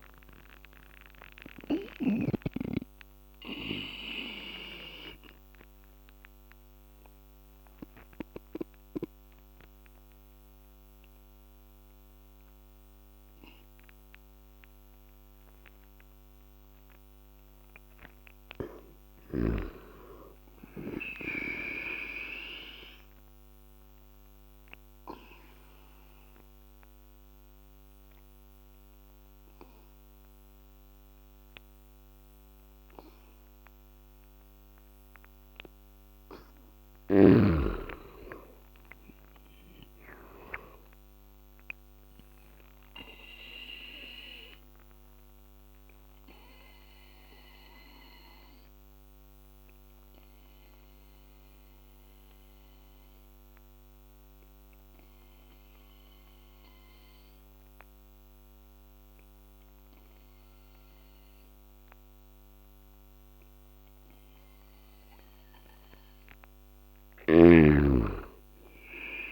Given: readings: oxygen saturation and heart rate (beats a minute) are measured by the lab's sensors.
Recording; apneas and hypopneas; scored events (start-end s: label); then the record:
breathing in sleep by a microphone on the trachea; 3
0.00-16.50 s: oxygen desaturation (device-marked, oxygen 86% lowest, heart rate 75 extreme)
1.00-16.00 s: obstructive apnea (oxygen 96% before, 86% lowest, heart rate 76 before, 75 extreme, up 6 after)
19.00-22.00 s: arousal
24.00-35.50 s: obstructive apnea (oxygen 99% before, 88% lowest, heart rate 79 before, 75 extreme, up 10 after)
37.50-40.00 s: arousal
43.50-64.50 s: obstructive apnea (oxygen 99% before, 88% lowest, heart rate 78 before, 69 extreme, up 7 after)
48.50-63.50 s: oxygen desaturation (device-marked, oxygen 96% before, 88% lowest, heart rate 79 before, 69 extreme)
67.50-69.32 s: arousal
From the record:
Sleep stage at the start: N2 (light sleep); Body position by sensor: on the back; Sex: male